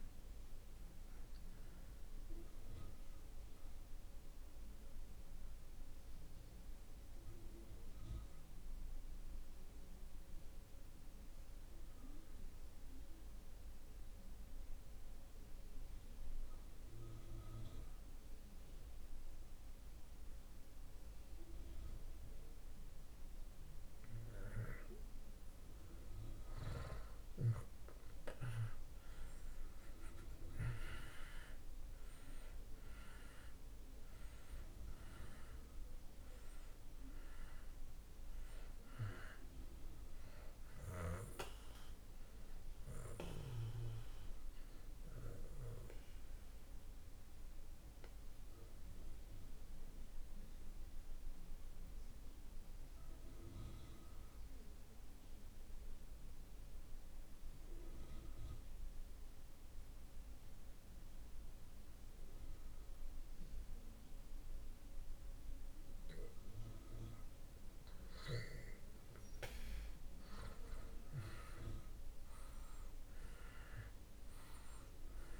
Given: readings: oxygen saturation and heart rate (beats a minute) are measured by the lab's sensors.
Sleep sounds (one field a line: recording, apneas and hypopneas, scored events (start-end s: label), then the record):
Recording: breathing in sleep by a room microphone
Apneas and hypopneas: 2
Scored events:
0.00-18.00 s: oxygen desaturation (device-marked, oxygen 76% lowest)
5.00-23.00 s: mixed apnea (oxygen 96% before, 76% lowest)
28.00-32.50 s: arousal
31.00-62.00 s: oxygen desaturation (device-marked, oxygen 97% before, 80% lowest)
45.00-67.00 s: mixed apnea (oxygen 97% before, 77% lowest)
70.00-74.00 s: arousal
From the record:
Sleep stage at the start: N2 (light sleep)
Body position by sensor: on the back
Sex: male